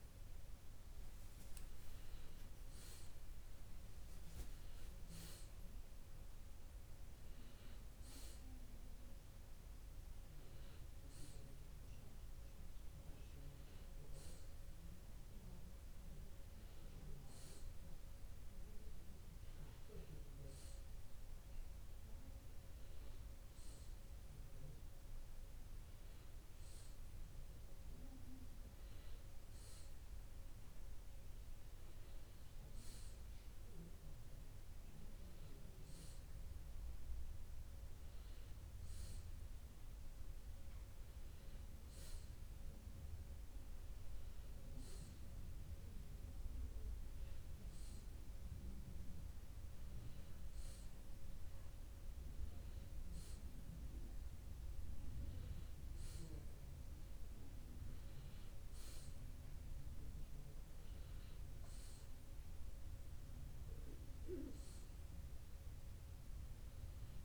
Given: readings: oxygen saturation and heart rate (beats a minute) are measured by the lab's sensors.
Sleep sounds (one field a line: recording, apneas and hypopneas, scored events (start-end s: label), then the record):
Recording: a person awake in a sleep study, hard to hear, by a room microphone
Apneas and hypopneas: none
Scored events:
none scored
From the record:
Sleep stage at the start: awake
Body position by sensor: on the back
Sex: male